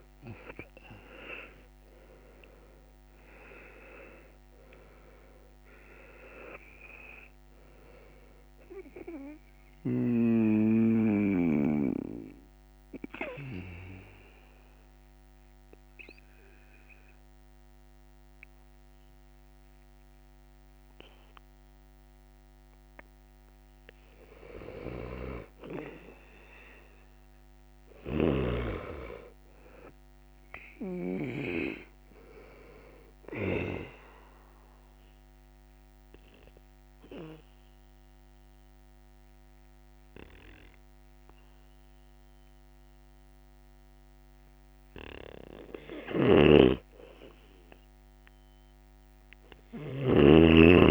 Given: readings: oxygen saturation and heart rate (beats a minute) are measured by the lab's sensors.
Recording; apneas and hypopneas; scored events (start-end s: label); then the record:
breathing in sleep by a microphone on the trachea; 2
0.00-2.50 s: arousal
8.00-23.00 s: obstructive apnea (oxygen 98% before, 89% lowest, heart rate 69 before, 69 extreme, up 1 after)
12.00-28.00 s: oxygen desaturation (device-marked, oxygen 97% before, 89% lowest, heart rate 71 before, 68 extreme)
28.50-32.00 s: arousal
34.00-46.00 s: obstructive apnea (oxygen 98% before, 91% lowest, heart rate 71 before, 68 extreme, up 0 after)
44.00-50.91 s: oxygen desaturation (device-marked, oxygen 97% before, 93% lowest, heart rate 71 before, 65 extreme)
From the record:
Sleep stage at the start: N2 (light sleep); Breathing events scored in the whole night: 319 in 4.1 hours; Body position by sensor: on the back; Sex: male